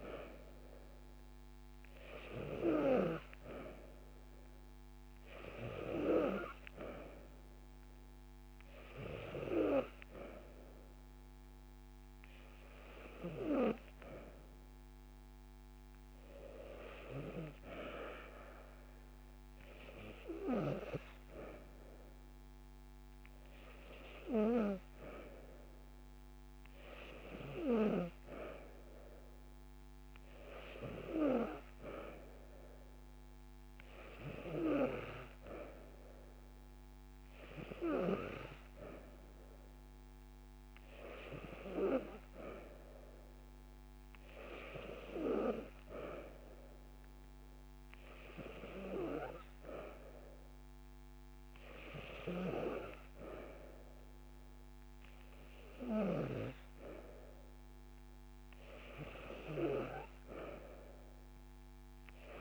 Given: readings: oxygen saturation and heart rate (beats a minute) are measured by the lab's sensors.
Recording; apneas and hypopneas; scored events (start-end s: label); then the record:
breathing in sleep by a microphone on the trachea; none
7.00-9.00 s: long interval between heartbeats (device-marked)
9.00-11.00 s: long interval between heartbeats (device-marked)
9.00-15.00 s: drop in pulse transit time (device-marked)
11.00-13.00 s: long interval between heartbeats (device-marked)
28.50-30.50 s: long interval between heartbeats (device-marked)
34.00-43.00 s: drop in pulse transit time (device-marked)
38.00-40.00 s: long interval between heartbeats (device-marked)
40.50-42.50 s: long interval between heartbeats (device-marked)
47.00-57.00 s: drop in pulse transit time (device-marked)
53.00-55.00 s: long interval between heartbeats (device-marked)
From the record:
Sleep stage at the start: N2 (light sleep); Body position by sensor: on the back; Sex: female